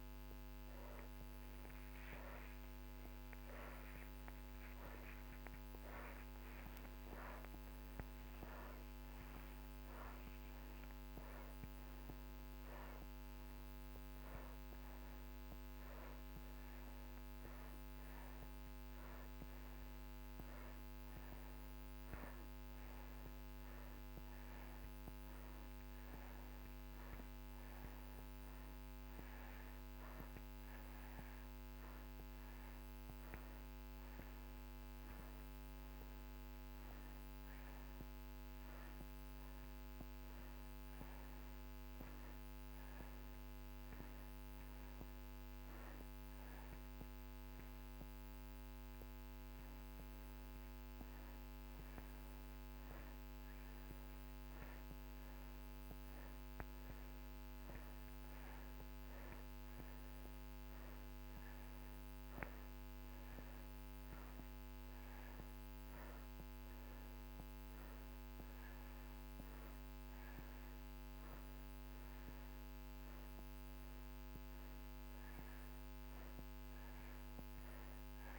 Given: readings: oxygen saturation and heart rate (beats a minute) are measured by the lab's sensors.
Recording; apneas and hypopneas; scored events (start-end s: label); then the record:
a person awake in a sleep study, hard to hear, by a microphone on the trachea; none
none scored
From the record:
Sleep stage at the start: awake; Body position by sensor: upright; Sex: male